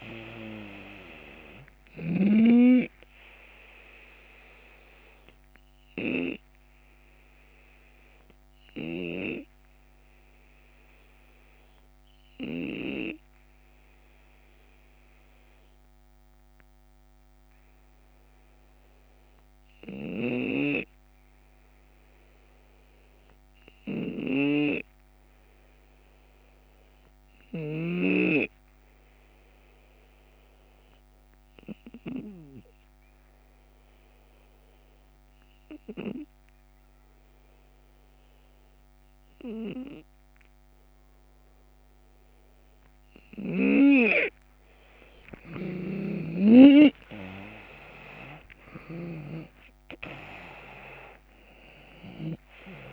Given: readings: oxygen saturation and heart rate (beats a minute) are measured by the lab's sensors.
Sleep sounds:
breathing in sleep by a microphone on the trachea; 1
0.00-2.00 s: snoring (device-marked)
0.00-6.50 s: drop in pulse transit time (device-marked, heart rate 76 extreme)
0.50-20.50 s: oxygen desaturation (device-marked, oxygen 91% before, 85% lowest, heart rate 77 before, 72 extreme)
2.50-42.50 s: obstructive apnea (oxygen 93% before, 82% lowest, heart rate 78 before, 71 extreme, up 9 after)
19.50-27.50 s: snoring (device-marked)
36.50-52.93 s: oxygen desaturation (device-marked, oxygen 92% before, 82% lowest, heart rate 75 before, 71 extreme)
44.00-49.00 s: arousal
45.50-52.93 s: drop in pulse transit time (device-marked, heart rate 76 before, 76 extreme)
From the record:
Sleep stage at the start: REM sleep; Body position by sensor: on the left side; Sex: male

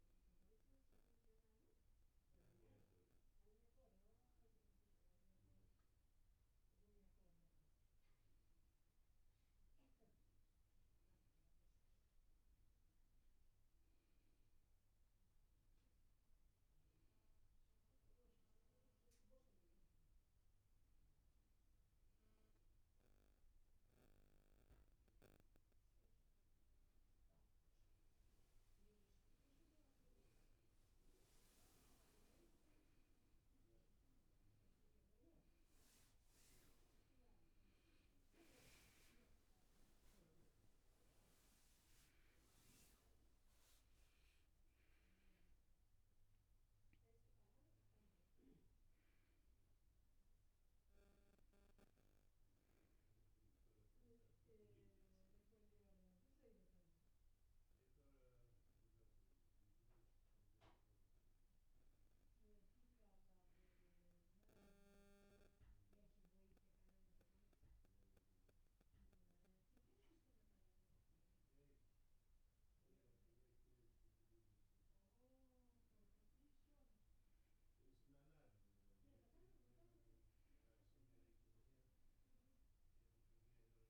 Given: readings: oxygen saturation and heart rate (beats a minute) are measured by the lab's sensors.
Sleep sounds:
a person awake in a sleep study, hard to hear, by a room microphone; none
64.50-83.90 s: new sleep stage, N1 (lightest sleep)
From the record:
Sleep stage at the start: awake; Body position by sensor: on the back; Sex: male

